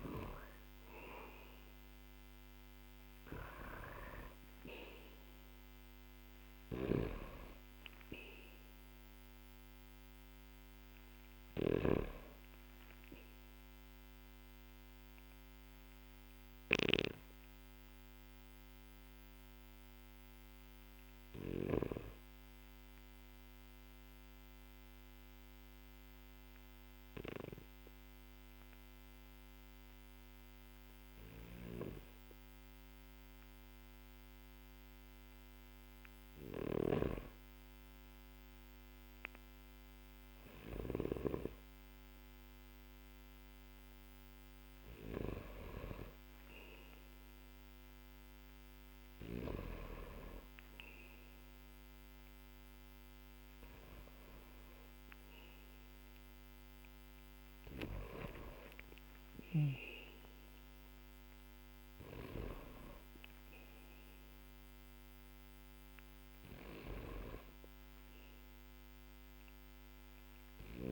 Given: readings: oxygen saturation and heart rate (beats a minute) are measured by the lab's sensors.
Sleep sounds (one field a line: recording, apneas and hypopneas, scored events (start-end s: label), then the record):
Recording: breathing in sleep by a microphone on the trachea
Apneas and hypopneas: 1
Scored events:
0.00-25.00 s: oxygen desaturation (device-marked, oxygen 92% lowest, heart rate 45 extreme)
6.00-11.50 s: snoring (device-marked)
23.00-35.50 s: central apnea (oxygen 96% before, 96% lowest, heart rate 52 before, 45 extreme, up 10 after)
37.50-41.50 s: arousal
59.50-64.50 s: arousal
From the record:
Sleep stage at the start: N1 (lightest sleep)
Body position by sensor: on the back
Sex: male